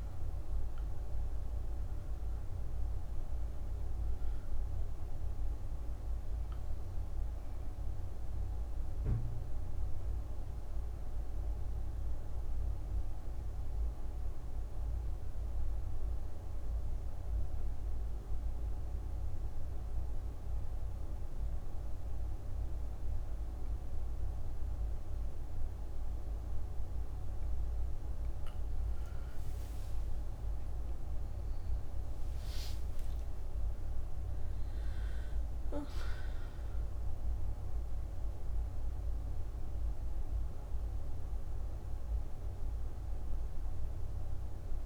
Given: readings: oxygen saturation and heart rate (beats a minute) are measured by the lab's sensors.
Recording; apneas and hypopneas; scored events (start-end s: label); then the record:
breathing in sleep, hard to hear, by a room microphone; 1
0.00-19.00 s: oxygen desaturation (device-marked, oxygen 87% lowest, heart rate 56 extreme)
13.50-28.50 s: obstructive apnea (oxygen 97% before, 87% lowest, heart rate 66 before, 56 extreme, up 19 after)
29.00-32.50 s: arousal
30.00-44.86 s: oxygen desaturation (device-marked, oxygen 97% before, 87% lowest, heart rate 61 before, 55 extreme)
From the record:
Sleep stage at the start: N2 (light sleep); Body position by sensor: on the back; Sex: female